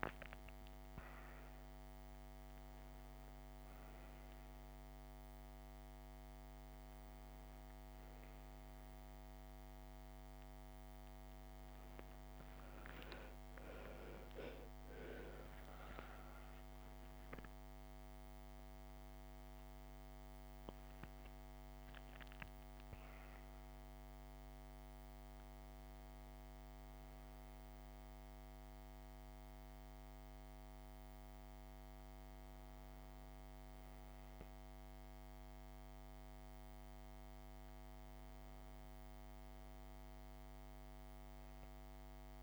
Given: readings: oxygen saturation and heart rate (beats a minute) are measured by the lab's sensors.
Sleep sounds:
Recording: a person partly awake in a sleep study, hard to hear, by a microphone on the trachea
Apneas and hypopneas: none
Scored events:
14.50-42.43 s: new sleep stage, N1 (lightest sleep)
From the record:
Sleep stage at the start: awake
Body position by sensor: on the back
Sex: female

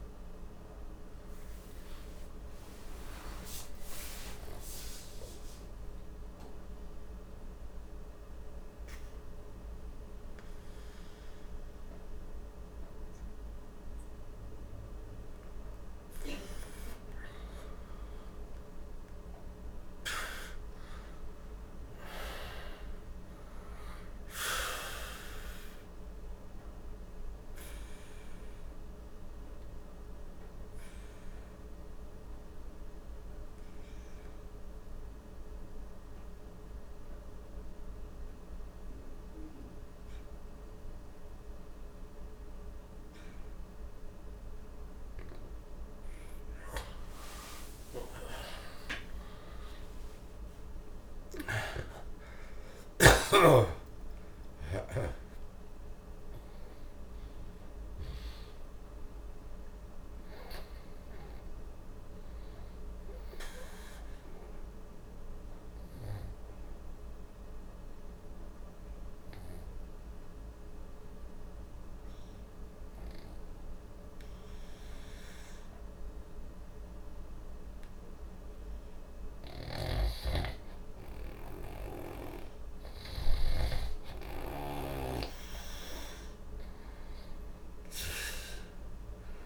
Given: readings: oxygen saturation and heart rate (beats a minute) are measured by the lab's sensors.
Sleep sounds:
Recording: a person partly awake in a sleep study, by a room microphone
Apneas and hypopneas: 3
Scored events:
5.00-17.00 s: mixed apnea (oxygen 94% before, 92% lowest)
7.00-89.46 s: new sleep stage, N2 (light sleep)
18.50-23.50 s: arousal
28.00-44.00 s: oxygen desaturation (device-marked, oxygen 98% before, 92% lowest, heart rate 49 before, 56 extreme)
28.00-45.00 s: obstructive apnea (oxygen 98% before, 91% lowest, heart rate 49 before, 56 extreme, up 60 after)
47.50-53.00 s: arousal
55.00-64.00 s: oxygen desaturation (device-marked, oxygen 97% before, 92% lowest, heart rate 79 before, 56 extreme)
65.00-79.50 s: obstructive apnea (oxygen 97% before, 91% lowest, heart rate 80 before, 62 extreme, up 0 after)
79.50-83.50 s: snoring (device-marked)
From the record:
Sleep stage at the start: awake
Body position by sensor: on the right side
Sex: male

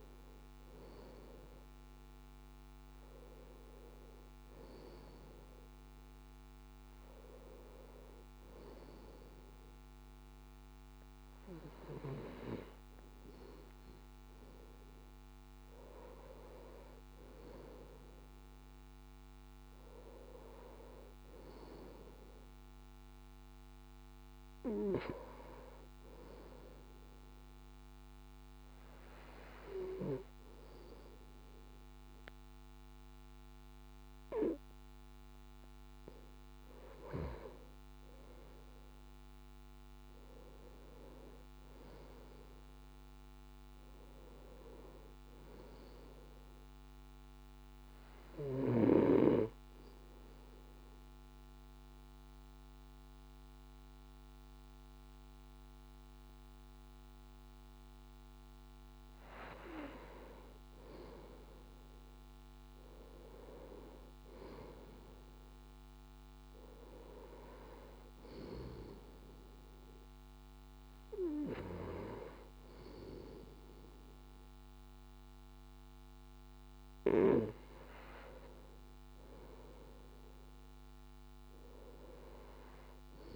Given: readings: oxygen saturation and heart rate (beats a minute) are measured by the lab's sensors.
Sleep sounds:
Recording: breathing in sleep by a microphone on the trachea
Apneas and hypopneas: 1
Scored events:
47.00-59.00 s: obstructive apnea (oxygen 95% before, 92% lowest, heart rate 57 before, 54 extreme, up 4 after)
61.00-65.00 s: arousal
From the record:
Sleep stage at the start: N2 (light sleep)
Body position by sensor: on the left side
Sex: male

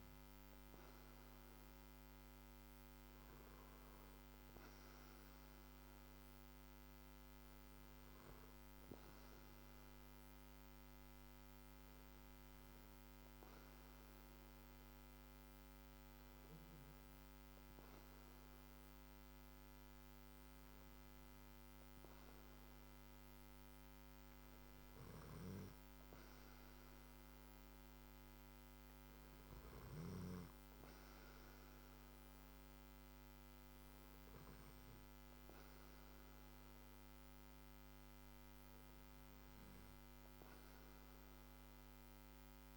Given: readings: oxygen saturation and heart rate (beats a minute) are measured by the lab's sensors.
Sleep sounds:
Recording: breathing in sleep, hard to hear, by a microphone on the trachea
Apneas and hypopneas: none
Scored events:
none scored
From the record:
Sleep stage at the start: N2 (light sleep)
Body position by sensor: on the back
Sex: male

